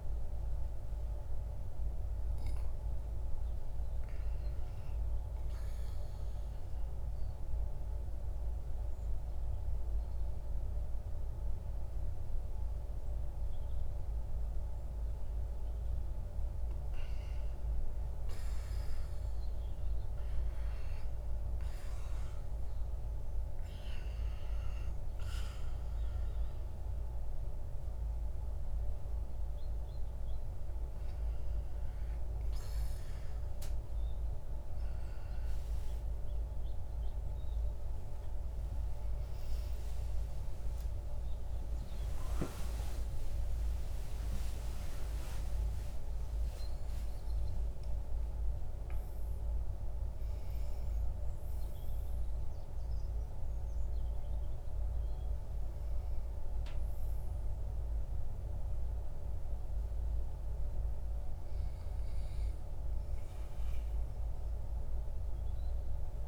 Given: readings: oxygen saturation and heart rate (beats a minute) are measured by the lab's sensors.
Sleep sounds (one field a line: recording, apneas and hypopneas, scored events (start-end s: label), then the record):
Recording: breathing in sleep, hard to hear, by a room microphone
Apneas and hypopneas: 1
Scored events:
0.00-2.50 s: arousal
6.00-16.00 s: obstructive apnea (oxygen 98% before, 94% lowest, heart rate 61 before, 62 extreme, up 4 after)
38.00-45.00 s: arousal
From the record:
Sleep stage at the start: REM sleep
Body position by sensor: on the back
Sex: male